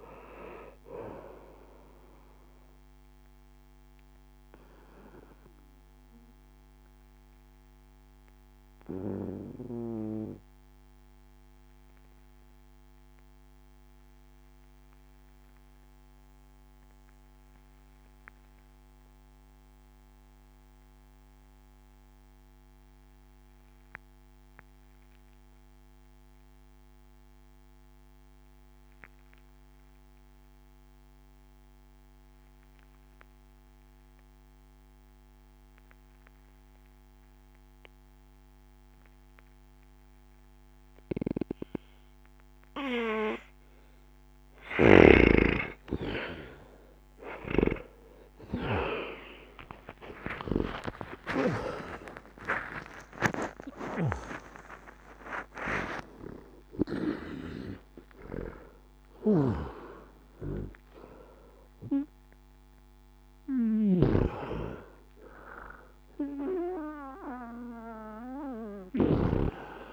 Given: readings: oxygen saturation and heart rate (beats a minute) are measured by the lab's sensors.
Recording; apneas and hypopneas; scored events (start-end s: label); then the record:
breathing in sleep by a microphone on the trachea; 1
0.00-25.00 s: oxygen desaturation (device-marked, oxygen 75% lowest, heart rate 60 extreme)
4.00-43.50 s: obstructive apnea (oxygen 96% before, 75% lowest, heart rate 97 before, 58 extreme)
38.00-69.93 s: oxygen desaturation (device-marked, oxygen 99% before, 80% lowest, heart rate 61 before, 55 extreme)
45.50-51.00 s: arousal
67.50-69.93 s: arousal
From the record:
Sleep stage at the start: N2 (light sleep); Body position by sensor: on the right side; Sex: male